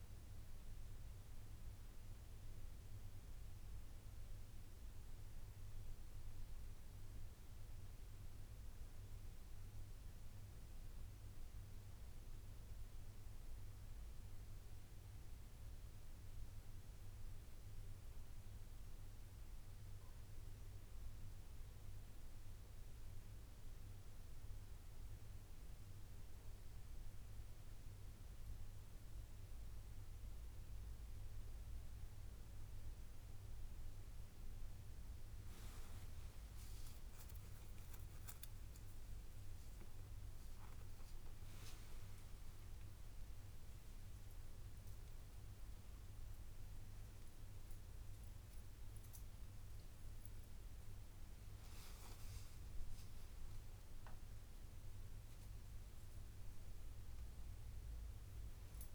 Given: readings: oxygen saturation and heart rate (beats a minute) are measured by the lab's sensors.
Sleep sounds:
a person awake in a sleep study, hard to hear, by a room microphone; none
29.00-58.95 s: new sleep stage, awake
From the record:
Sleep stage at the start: N1 (lightest sleep); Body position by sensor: on the right side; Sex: male

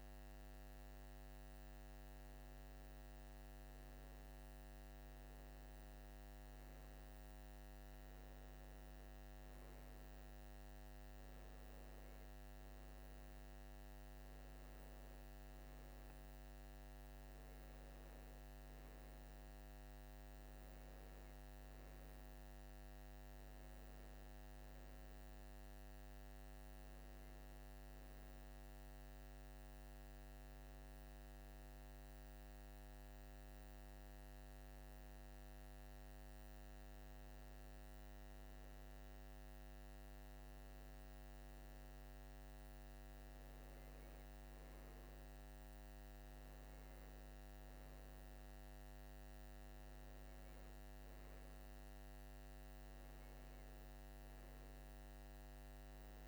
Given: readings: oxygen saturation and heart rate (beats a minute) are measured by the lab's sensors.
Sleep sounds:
breathing in sleep, hard to hear, by a microphone on the trachea; none
none scored
From the record:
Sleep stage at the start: N2 (light sleep); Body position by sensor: on the right side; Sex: male

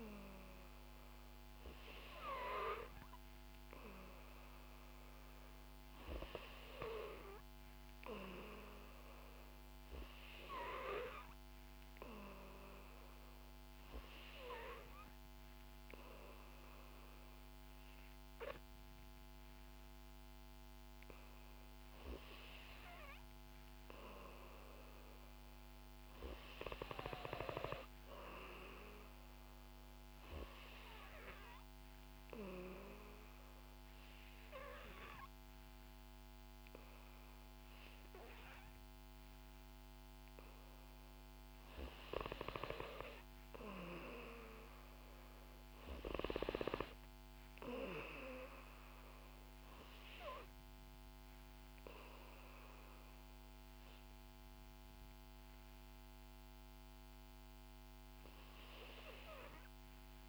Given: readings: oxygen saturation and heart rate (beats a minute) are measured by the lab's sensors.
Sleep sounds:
breathing in sleep by a microphone on the trachea; 1
31.00-42.00 s: obstructive apnea (oxygen 93% before, 89% lowest, heart rate 61 before, 56 extreme, up 2 after)
48.50-52.00 s: arousal
From the record:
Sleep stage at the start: N2 (light sleep); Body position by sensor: on the back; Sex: female

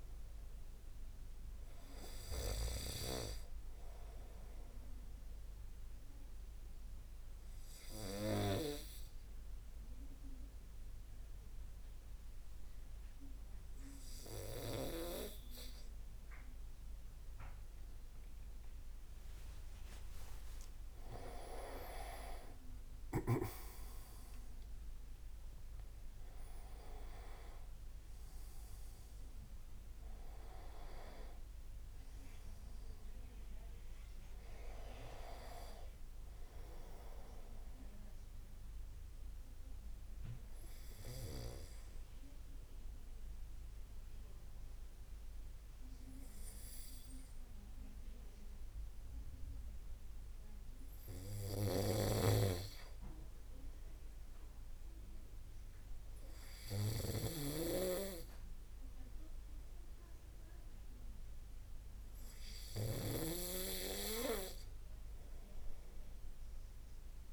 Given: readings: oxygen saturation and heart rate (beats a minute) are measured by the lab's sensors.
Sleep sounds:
breathing in sleep by a room microphone; 2
9.00-21.50 s: hypopnea (oxygen 99% before, 95% lowest)
23.00-26.00 s: arousal
34.00-35.50 s: leg movement (device-marked)
39.00-40.50 s: leg movement (device-marked)
40.50-52.50 s: hypopnea (oxygen 99% before, 95% lowest)
52.00-67.33 s: snoring (device-marked)
From the record:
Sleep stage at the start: N2 (light sleep); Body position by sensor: on the back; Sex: male

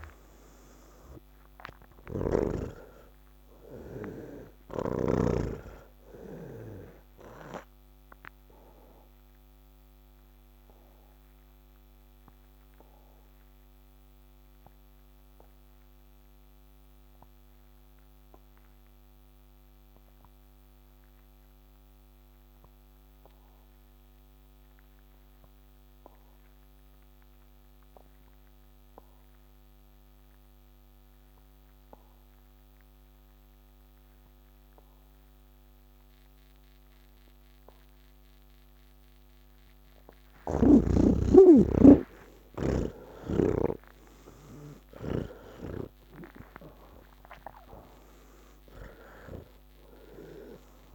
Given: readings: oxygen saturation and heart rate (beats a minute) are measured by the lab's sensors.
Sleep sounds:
breathing in sleep by a microphone on the trachea; 1
0.00-3.00 s: snoring (device-marked)
0.00-22.50 s: oxygen desaturation (device-marked, oxygen 80% lowest, heart rate 77 extreme)
9.50-39.50 s: obstructive apnea (oxygen 99% before, 79% lowest, heart rate 132 before, 77 extreme, up 22 after)
33.50-50.95 s: oxygen desaturation (device-marked, oxygen 98% before, 79% lowest, heart rate 79 before, 58 extreme)
From the record:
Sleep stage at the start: N3 (deep sleep); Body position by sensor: on the back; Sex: male

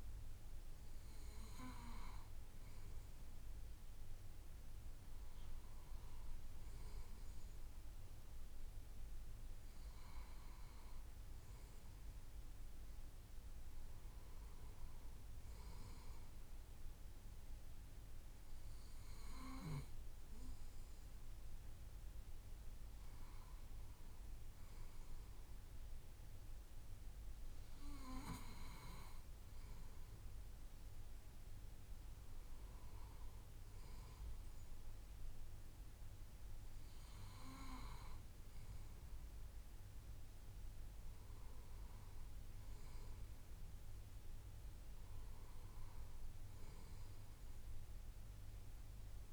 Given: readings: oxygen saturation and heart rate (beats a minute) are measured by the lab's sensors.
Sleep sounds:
breathing in sleep by a room microphone; none
none scored
From the record:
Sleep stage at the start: N2 (light sleep); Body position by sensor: on the left side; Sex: male

